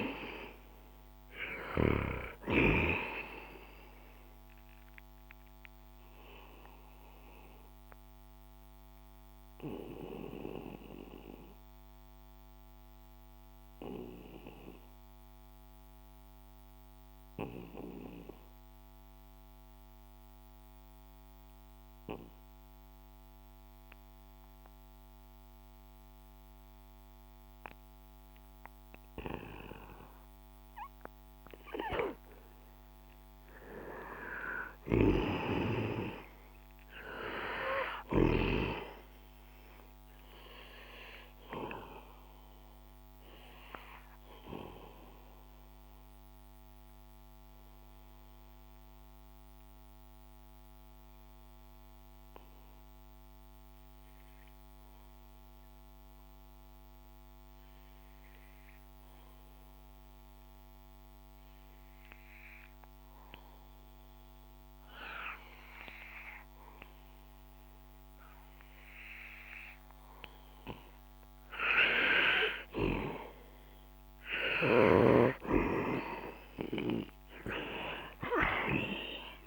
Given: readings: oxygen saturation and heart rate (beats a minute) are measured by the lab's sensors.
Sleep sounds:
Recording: breathing in sleep by a microphone on the trachea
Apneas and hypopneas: 2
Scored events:
4.50-31.00 s: obstructive apnea (oxygen 99% before, 91% lowest, heart rate 67 before, 59 extreme, up 6 after)
8.50-24.50 s: oxygen desaturation (device-marked, oxygen 95% before, 91% lowest, heart rate 67 before, 61 extreme)
33.50-37.50 s: arousal
33.50-62.50 s: oxygen desaturation (device-marked, oxygen 98% before, 91% lowest, heart rate 63 before, 59 extreme)
41.00-71.00 s: obstructive apnea (oxygen 98% before, 90% lowest, heart rate 65 before, 59 extreme, up 5 after)
73.00-76.50 s: arousal
74.50-79.47 s: oxygen desaturation (device-marked, oxygen 97% before, 90% lowest, heart rate 63 before, 60 extreme)
From the record:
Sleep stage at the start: N2 (light sleep)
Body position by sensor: on the back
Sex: male

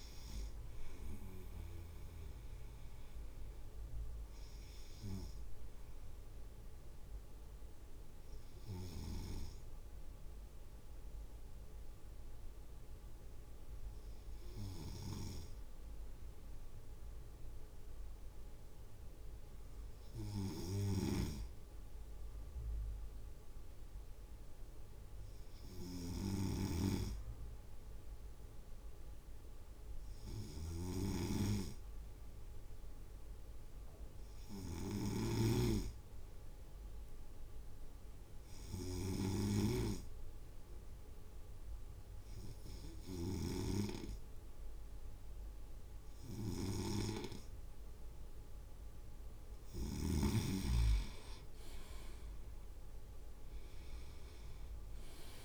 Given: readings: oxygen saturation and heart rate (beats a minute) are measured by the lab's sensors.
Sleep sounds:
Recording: breathing in sleep by a room microphone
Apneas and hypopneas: 1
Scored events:
6.00-48.50 s: obstructive apnea (oxygen 99% before, 96% lowest)
21.00-50.00 s: snoring (device-marked)
53.50-55.45 s: arousal
From the record:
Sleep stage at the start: N2 (light sleep)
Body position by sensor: on the right side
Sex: male

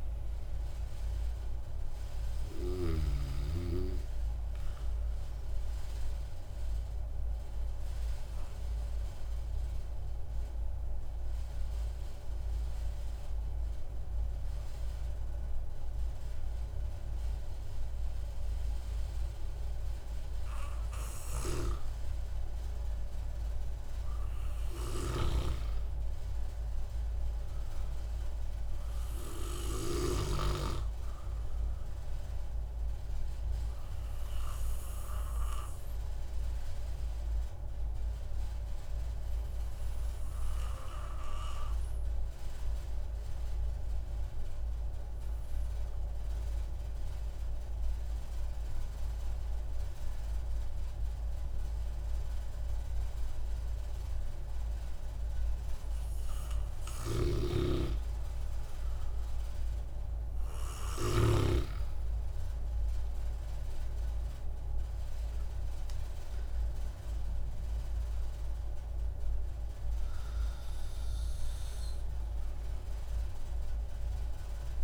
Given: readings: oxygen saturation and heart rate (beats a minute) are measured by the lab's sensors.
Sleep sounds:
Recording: breathing in sleep by a room microphone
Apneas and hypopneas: 2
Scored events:
5.50-22.50 s: obstructive apnea (oxygen 96% before, 93% lowest)
25.00-28.00 s: arousal
34.00-55.50 s: obstructive apnea (oxygen 97% before, 93% lowest)
57.00-61.00 s: arousal
57.00-61.50 s: snoring (device-marked)
57.00-74.84 s: oxygen desaturation (device-marked, oxygen 97% before, 93% lowest)
From the record:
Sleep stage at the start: N2 (light sleep)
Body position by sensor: on the back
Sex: male

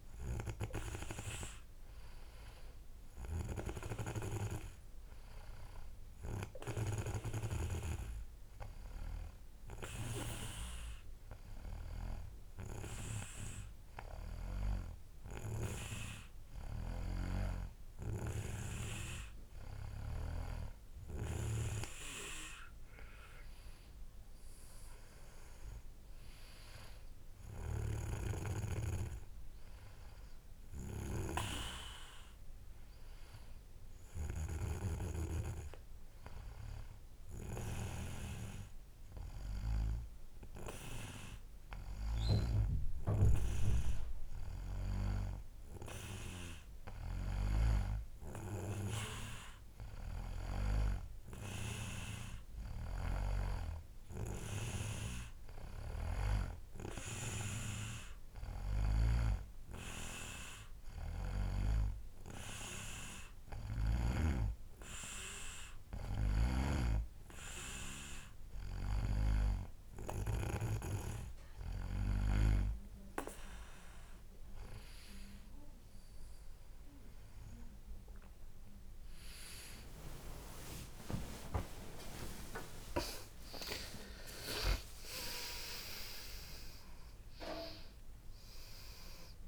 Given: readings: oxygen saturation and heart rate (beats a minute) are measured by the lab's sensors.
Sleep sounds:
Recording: breathing in sleep by a room microphone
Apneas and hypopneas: 2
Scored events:
37.00-47.50 s: hypopnea (oxygen 95% before, 92% lowest, heart rate 70 before, 67 extreme, up 8 after)
51.00-55.00 s: arousal
56.50-71.50 s: oxygen desaturation (device-marked, oxygen 96% before, 92% lowest, heart rate 69 before, 69 extreme)
61.00-71.50 s: hypopnea (oxygen 96% before, 92% lowest, heart rate 71 before, 69 extreme, up 4 after)
79.50-86.50 s: tachycardia (device-marked, heart rate 69 before, 130 extreme)
82.00-87.00 s: arousal
From the record:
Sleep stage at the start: N2 (light sleep)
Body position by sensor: on the back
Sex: male

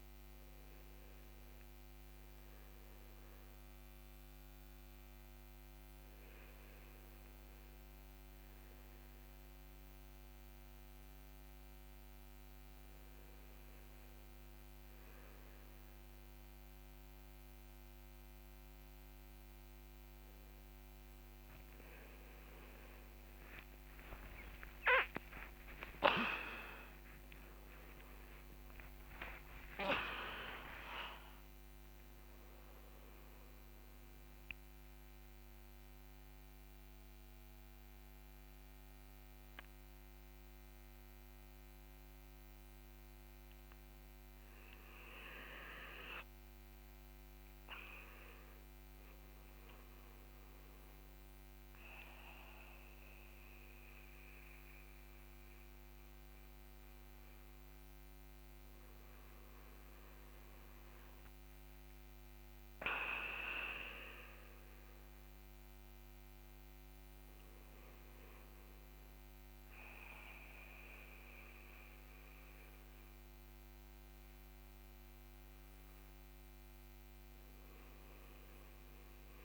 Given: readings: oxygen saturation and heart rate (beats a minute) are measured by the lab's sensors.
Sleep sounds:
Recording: breathing in sleep by a microphone on the trachea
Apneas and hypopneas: 1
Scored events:
3.50-6.50 s: arousal
9.00-22.00 s: hypopnea (oxygen 98% before, 94% lowest, heart rate 46 before, 25 extreme, up 11 after)
25.00-31.50 s: arousal
From the record:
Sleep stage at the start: N1 (lightest sleep)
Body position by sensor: on the back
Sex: male

